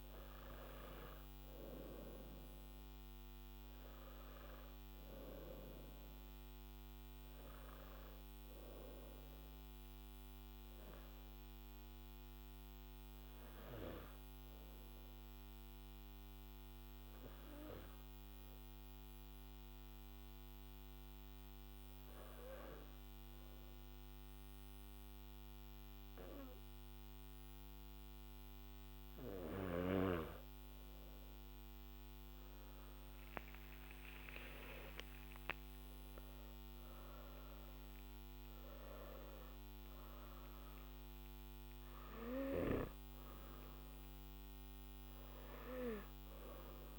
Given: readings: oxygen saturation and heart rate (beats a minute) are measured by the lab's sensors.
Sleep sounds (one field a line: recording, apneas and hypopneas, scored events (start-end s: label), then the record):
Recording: breathing in sleep by a microphone on the trachea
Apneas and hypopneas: 1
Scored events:
10.00-27.50 s: hypopnea (oxygen 97% before, 93% lowest, heart rate 55 before, 52 extreme, up 15 after)
35.50-46.99 s: oxygen desaturation (device-marked, oxygen 97% before, 93% lowest, heart rate 56 before, 52 extreme)
From the record:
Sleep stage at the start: N1 (lightest sleep)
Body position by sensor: on the back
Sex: male